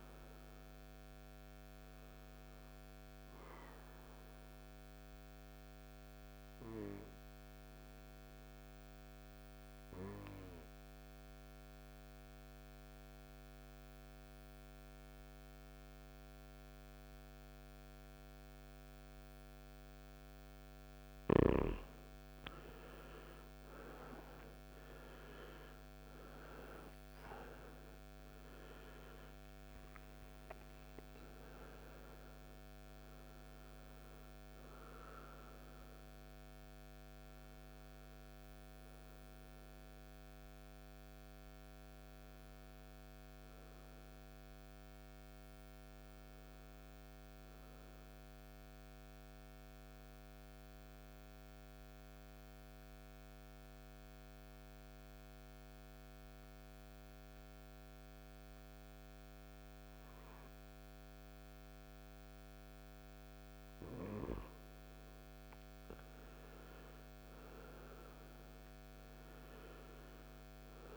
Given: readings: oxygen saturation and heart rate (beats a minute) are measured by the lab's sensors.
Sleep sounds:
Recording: breathing in sleep, hard to hear, by a microphone on the trachea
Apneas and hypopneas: 2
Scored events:
0.00-4.00 s: arousal
7.00-20.50 s: obstructive apnea (oxygen 97% before, 93% lowest, heart rate 62 before, 58 extreme, up 11 after)
22.50-28.00 s: arousal
29.00-48.00 s: oxygen desaturation (device-marked, oxygen 97% before, 93% lowest, heart rate 63 before, 53 extreme)
47.00-62.00 s: obstructive apnea (oxygen 97% before, 94% lowest, heart rate 66 before, 53 extreme, up 9 after)
65.50-70.97 s: arousal
From the record:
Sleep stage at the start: N2 (light sleep)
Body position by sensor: on the right side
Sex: male

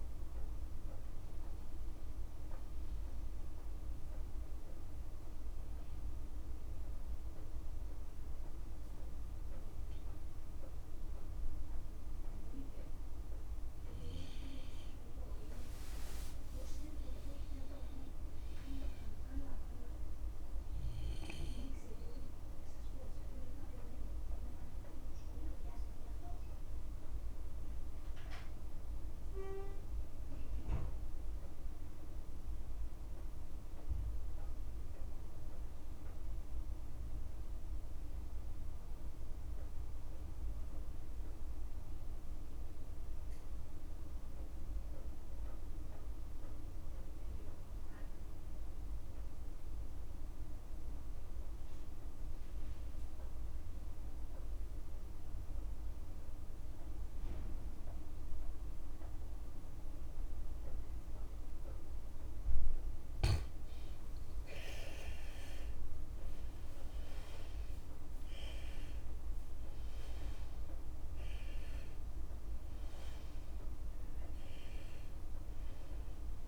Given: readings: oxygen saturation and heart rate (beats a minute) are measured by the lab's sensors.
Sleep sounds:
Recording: breathing in sleep, hard to hear, by a room microphone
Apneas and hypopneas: 2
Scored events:
0.00-2.00 s: arousal
4.00-14.50 s: hypopnea (oxygen 96% before, 82% lowest)
5.50-7.50 s: long interval between heartbeats (device-marked, heart rate 47 before, 56 extreme)
13.50-15.50 s: long interval between heartbeats (device-marked, heart rate 50 before, 46 extreme)
16.50-18.50 s: long interval between heartbeats (device-marked, heart rate 49 before, 45 extreme)
16.50-20.50 s: arousal
26.00-63.00 s: mixed apnea (oxygen 96% before, 81% lowest, heart rate 42 before, 37 extreme)
31.00-33.00 s: long interval between heartbeats (device-marked, heart rate 43 before, 47 extreme)
32.00-42.00 s: oxygen desaturation (device-marked, oxygen 95% before, 92% lowest, heart rate 43 before, 37 extreme)
33.00-35.00 s: long interval between heartbeats (device-marked, heart rate 43 before, 54 extreme)
47.50-49.50 s: long interval between heartbeats (device-marked, heart rate 54 before, 54 extreme)
48.00-76.48 s: oxygen desaturation (device-marked, oxygen 93% before, 81% lowest, heart rate 54 before, 37 extreme)
53.00-55.00 s: long interval between heartbeats (device-marked, heart rate 54 before, 55 extreme)
56.00-58.00 s: long interval between heartbeats (device-marked, heart rate 54 before, 46 extreme)
63.00-65.00 s: long interval between heartbeats (device-marked, heart rate 50 before, 64 extreme)
65.00-68.50 s: arousal
68.00-70.00 s: long interval between heartbeats (device-marked, heart rate 58 before, 99 extreme)
71.00-73.00 s: long interval between heartbeats (device-marked, heart rate 63 before, 67 extreme)
73.00-75.00 s: long interval between heartbeats (device-marked, heart rate 65 before, 69 extreme)
From the record:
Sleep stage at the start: N2 (light sleep)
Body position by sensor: on the left side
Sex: male

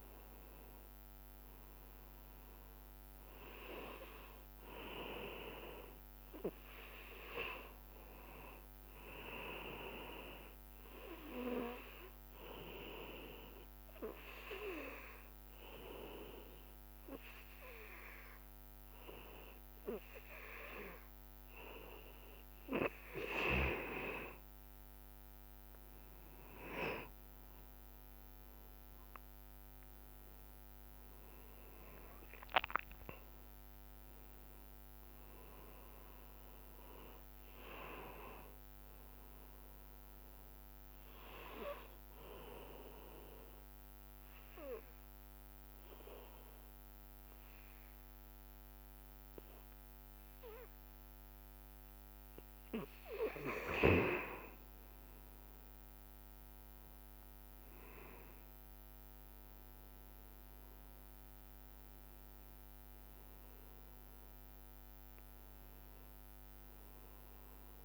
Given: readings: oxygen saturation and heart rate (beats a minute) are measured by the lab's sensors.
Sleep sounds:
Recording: breathing in sleep by a microphone on the trachea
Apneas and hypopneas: 2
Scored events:
0.00-3.00 s: oxygen desaturation (device-marked, oxygen 94% lowest, heart rate 61 extreme)
5.00-8.50 s: arousal
12.00-23.00 s: obstructive apnea (oxygen 99% before, 92% lowest, heart rate 69 before, 62 extreme, up 7 after)
26.00-30.50 s: arousal
30.00-53.00 s: oxygen desaturation (device-marked, oxygen 98% before, 92% lowest, heart rate 64 before, 59 extreme)
43.50-54.00 s: obstructive apnea (oxygen 98% before, 92% lowest, heart rate 67 before, 59 extreme, up 1 after)
57.00-62.50 s: arousal
66.00-67.85 s: oxygen desaturation (device-marked, oxygen 99% before, 92% lowest, heart rate 64 before, 59 extreme)
From the record:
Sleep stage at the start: N2 (light sleep)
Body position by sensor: on the back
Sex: male

